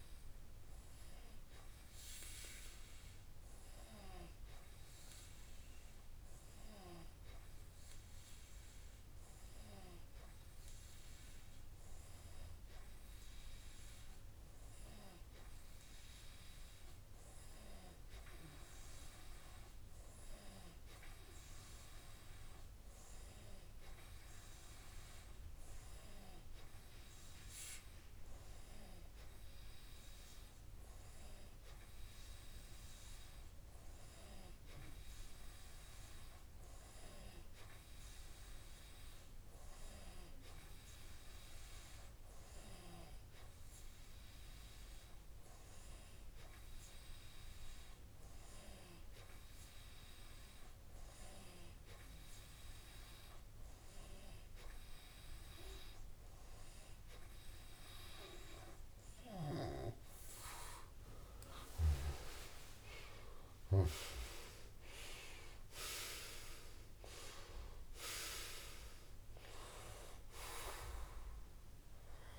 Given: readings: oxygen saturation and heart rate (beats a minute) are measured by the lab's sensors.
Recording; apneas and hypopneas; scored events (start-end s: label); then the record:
breathing in sleep by a room microphone; none
62.00-65.50 s: arousal
From the record:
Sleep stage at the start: N2 (light sleep); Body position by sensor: on the back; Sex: male